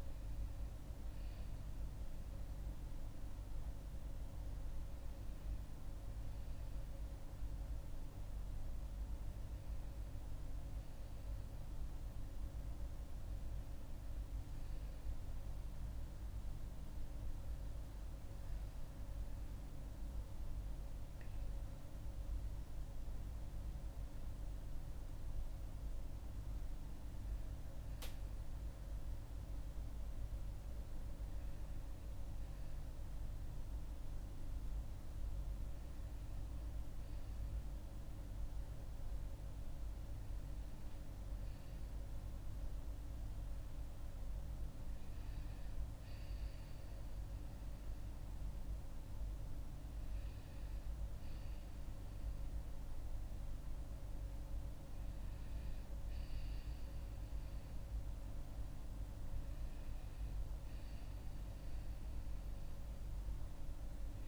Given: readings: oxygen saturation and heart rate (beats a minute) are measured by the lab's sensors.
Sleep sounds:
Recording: breathing in sleep, hard to hear, by a room microphone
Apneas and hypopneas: none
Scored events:
21.00-25.50 s: arousal
From the record:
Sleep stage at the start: N2 (light sleep)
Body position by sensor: on the back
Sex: female

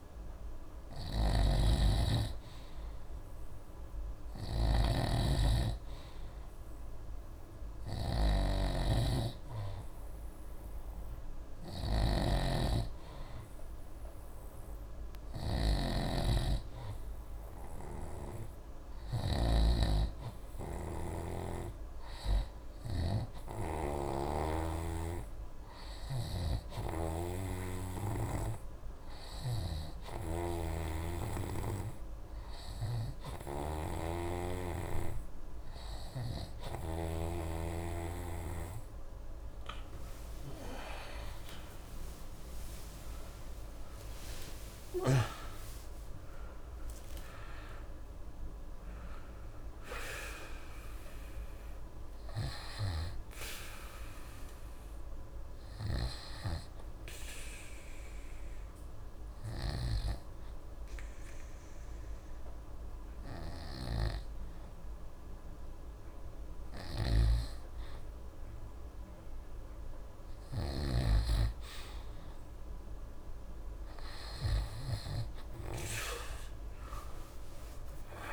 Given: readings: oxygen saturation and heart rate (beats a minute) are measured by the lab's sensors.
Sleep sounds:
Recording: breathing in sleep by a room microphone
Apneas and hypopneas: 1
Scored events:
0.00-16.00 s: snoring (device-marked)
18.00-21.50 s: snoring (device-marked)
26.00-37.50 s: snoring (device-marked)
40.00-45.00 s: arousal
57.50-70.00 s: hypopnea (oxygen 94% before, 90% lowest, heart rate 150 before, 84 extreme, up 7 after)
74.00-78.33 s: arousal
76.00-78.33 s: oxygen desaturation (device-marked, oxygen 97% before, 90% lowest, heart rate 192 before, 84 extreme)
From the record:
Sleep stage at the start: N2 (light sleep)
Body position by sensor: on the right side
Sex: male

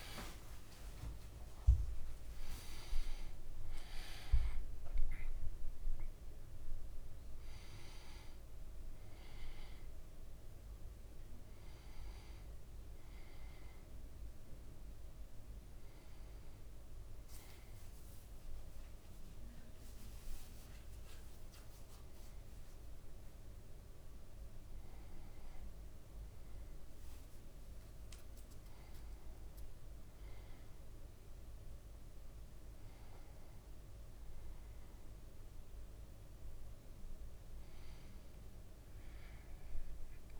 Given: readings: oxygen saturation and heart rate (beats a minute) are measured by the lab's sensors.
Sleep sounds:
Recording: a person partly awake in a sleep study, hard to hear, by a room microphone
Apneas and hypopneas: none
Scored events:
0.00-3.00 s: leg movement (device-marked)
15.50-40.40 s: new sleep stage, N1 (lightest sleep)
18.00-23.00 s: leg movement (device-marked)
From the record:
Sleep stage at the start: awake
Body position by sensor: on the back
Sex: male

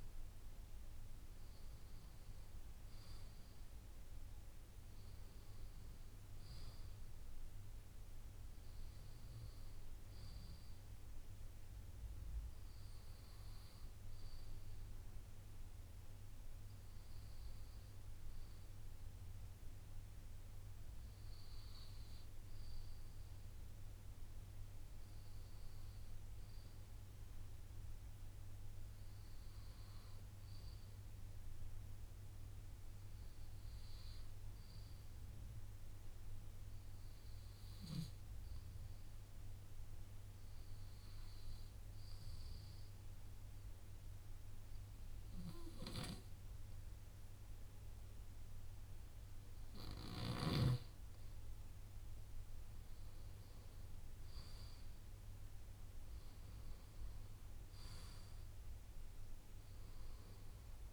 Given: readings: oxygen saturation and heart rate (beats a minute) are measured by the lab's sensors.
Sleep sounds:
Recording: breathing in sleep, hard to hear, by a room microphone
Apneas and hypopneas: 1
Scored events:
29.50-32.00 s: arousal
35.00-50.50 s: obstructive apnea (oxygen 96% before, 94% lowest)
52.50-56.00 s: arousal
59.00-60.93 s: new sleep stage, N1 (lightest sleep)
From the record:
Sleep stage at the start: N2 (light sleep)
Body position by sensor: on the left side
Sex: male

